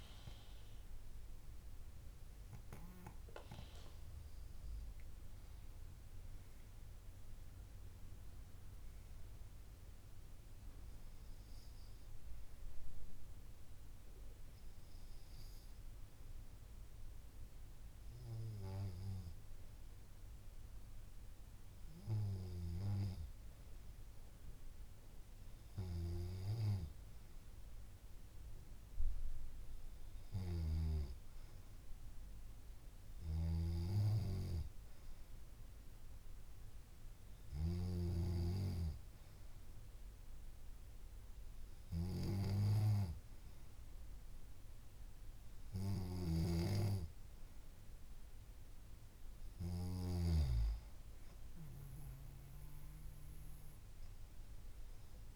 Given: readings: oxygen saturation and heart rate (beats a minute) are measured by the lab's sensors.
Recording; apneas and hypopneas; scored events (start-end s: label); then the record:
breathing in sleep by a room microphone; 1
18.50-48.00 s: hypopnea (oxygen 95% before, 93% lowest, heart rate 66 before, 64 extreme, up 0 after)
48.50-52.50 s: arousal
From the record:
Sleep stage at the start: N2 (light sleep); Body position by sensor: on the back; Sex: female